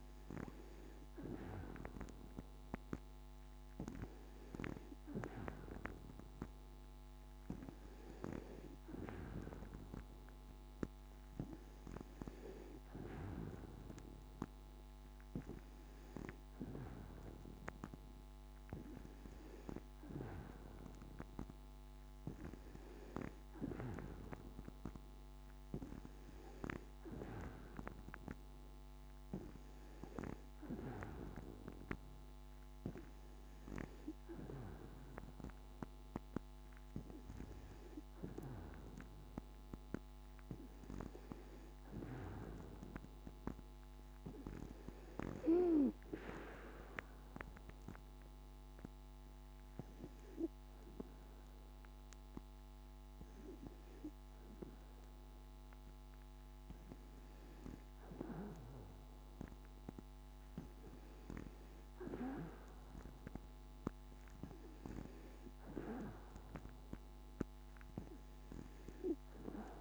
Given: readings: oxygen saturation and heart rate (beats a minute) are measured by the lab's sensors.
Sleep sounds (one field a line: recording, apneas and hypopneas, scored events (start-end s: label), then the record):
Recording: breathing in sleep by a microphone on the trachea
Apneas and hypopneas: none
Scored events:
none scored
From the record:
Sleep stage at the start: N2 (light sleep)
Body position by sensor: on the back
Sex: female